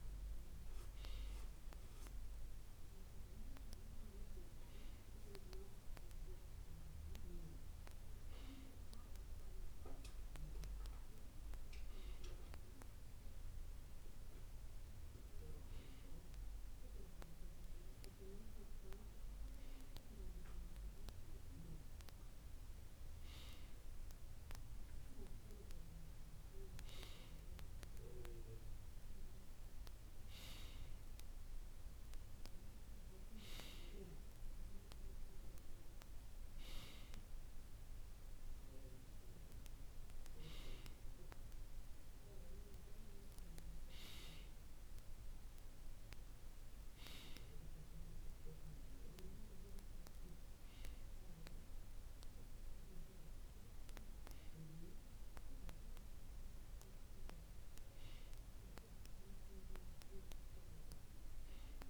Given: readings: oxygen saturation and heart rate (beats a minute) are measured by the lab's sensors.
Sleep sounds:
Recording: breathing in sleep by a room microphone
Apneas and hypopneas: none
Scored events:
none scored
From the record:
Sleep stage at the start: N2 (light sleep)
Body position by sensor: on the right side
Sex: male

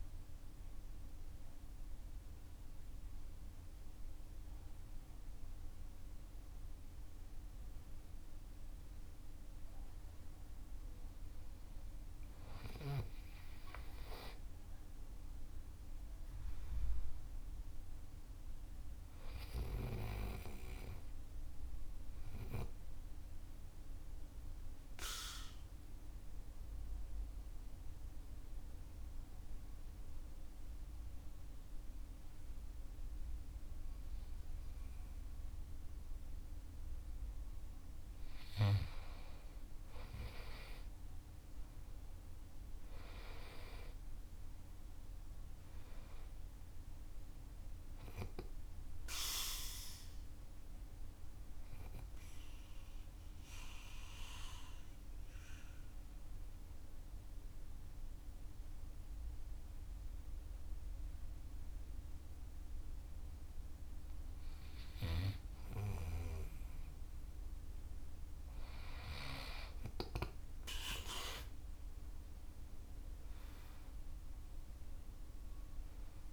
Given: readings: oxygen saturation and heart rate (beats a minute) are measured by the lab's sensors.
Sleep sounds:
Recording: breathing in sleep by a room microphone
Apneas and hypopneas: 3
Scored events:
0.50-10.50 s: obstructive apnea (oxygen 97% before, 93% lowest, heart rate 61 before, 50 extreme, up 12 after)
13.50-17.50 s: arousal
22.00-37.50 s: hypopnea (oxygen 98% before, 93% lowest, heart rate 61 before, 48 extreme, up 11 after)
40.00-43.50 s: arousal
52.00-65.50 s: central apnea (oxygen 97% before, 94% lowest, heart rate 53 before, 47 extreme, up 13 after)
71.50-76.33 s: arousal
From the record:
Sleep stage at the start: N2 (light sleep)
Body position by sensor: on the back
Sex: male

